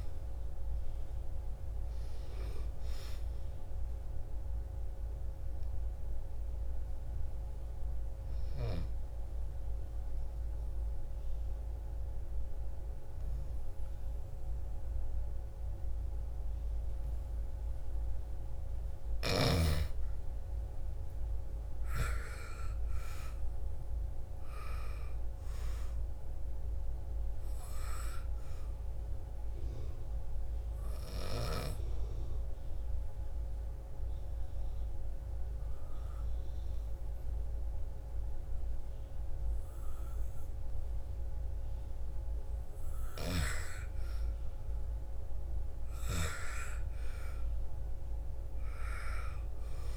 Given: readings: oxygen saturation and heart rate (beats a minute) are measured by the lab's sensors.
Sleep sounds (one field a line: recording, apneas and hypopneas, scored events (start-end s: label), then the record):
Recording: breathing in sleep by a room microphone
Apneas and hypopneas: 2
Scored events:
8.00-18.00 s: obstructive apnea (oxygen 98% before, 89% lowest, heart rate 60 before, 54 extreme, up 10 after)
19.50-24.00 s: arousal
26.50-40.50 s: oxygen desaturation (device-marked, oxygen 96% before, 89% lowest, heart rate 61 before, 54 extreme)
29.00-40.50 s: obstructive apnea (oxygen 98% before, 89% lowest, heart rate 61 before, 54 extreme, up 6 after)
43.50-47.00 s: arousal
From the record:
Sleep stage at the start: N2 (light sleep)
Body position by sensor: on the back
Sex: female